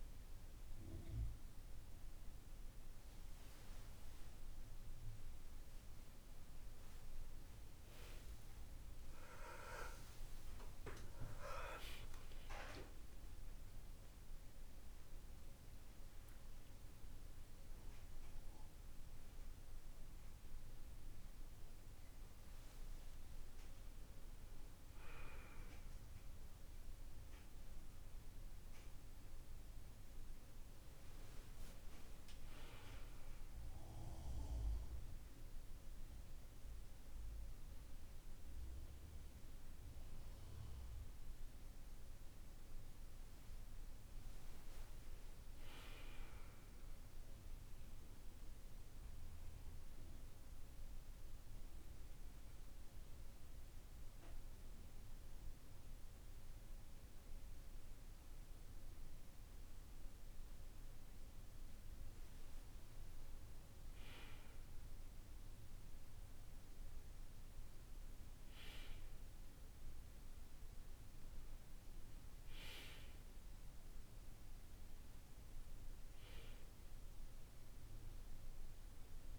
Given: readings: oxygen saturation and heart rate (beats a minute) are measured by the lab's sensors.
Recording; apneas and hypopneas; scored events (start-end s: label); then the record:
a person partly awake in a sleep study, by a room microphone; none
18.00-79.38 s: new sleep stage, N1 (lightest sleep)
From the record:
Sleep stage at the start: awake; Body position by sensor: on the back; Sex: male